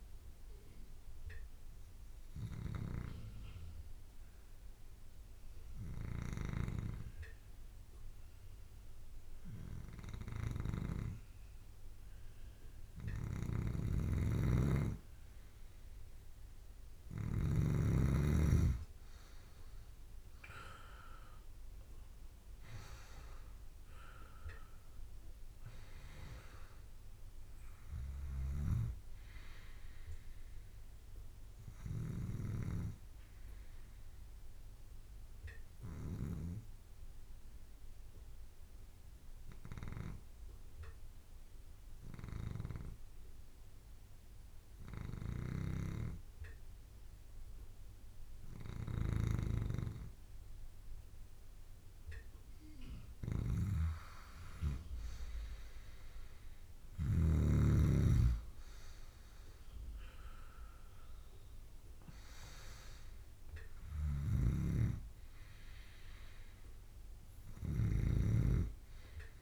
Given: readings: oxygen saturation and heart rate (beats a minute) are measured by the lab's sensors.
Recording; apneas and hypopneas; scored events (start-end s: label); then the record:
breathing in sleep by a room microphone; 2
0.00-6.50 s: oxygen desaturation (device-marked, oxygen 93% lowest)
0.50-14.00 s: obstructive apnea (oxygen 98% before, 93% lowest)
6.00-17.50 s: snoring (device-marked)
19.50-25.00 s: arousal
25.50-45.50 s: oxygen desaturation (device-marked, oxygen 97% before, 93% lowest)
34.00-51.50 s: obstructive apnea (oxygen 98% before, 93% lowest)
45.00-57.00 s: snoring (device-marked)
55.50-59.50 s: arousal
63.50-69.42 s: snoring (device-marked)
From the record:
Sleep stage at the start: N2 (light sleep); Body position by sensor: on the left side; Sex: male